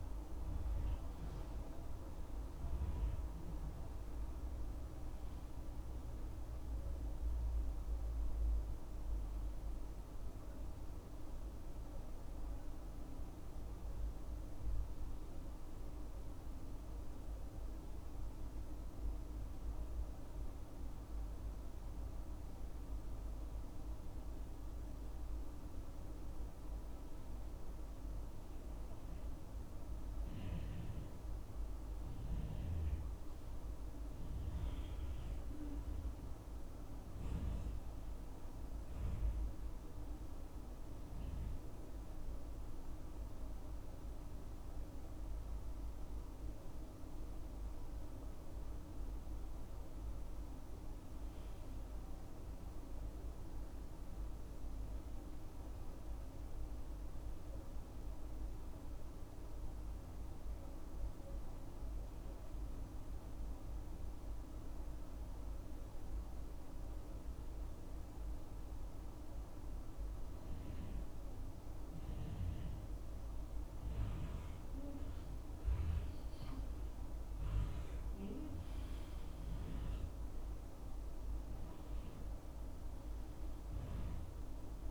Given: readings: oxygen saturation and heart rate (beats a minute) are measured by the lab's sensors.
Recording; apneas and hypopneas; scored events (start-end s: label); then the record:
breathing in sleep, hard to hear, by a room microphone; 2
32.50-35.50 s: arousal
38.00-49.00 s: hypopnea (oxygen 97% before, 88% lowest, heart rate 69 before, 67 extreme, up 8 after)
50.50-53.50 s: arousal
58.50-76.00 s: mixed apnea (oxygen 97% before, 88% lowest, heart rate 71 before, 67 extreme, up 5 after)
79.00-82.50 s: arousal
79.00-84.91 s: oxygen desaturation (device-marked, oxygen 96% before, 88% lowest, heart rate 69 before, 65 extreme)
From the record:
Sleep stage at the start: N2 (light sleep); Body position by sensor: on the left side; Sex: male